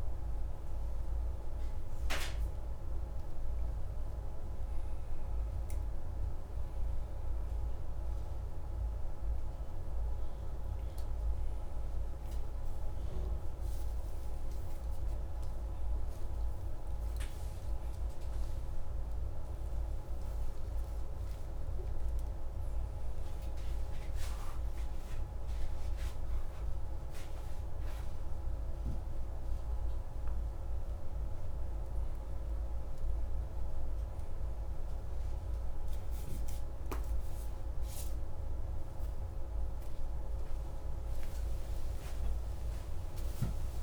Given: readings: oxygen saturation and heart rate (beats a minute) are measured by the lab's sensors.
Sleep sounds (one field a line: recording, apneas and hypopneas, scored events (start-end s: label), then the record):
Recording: a person awake in a sleep study, hard to hear, by a room microphone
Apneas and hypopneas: none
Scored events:
none scored
From the record:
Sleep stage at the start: awake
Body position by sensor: upright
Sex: male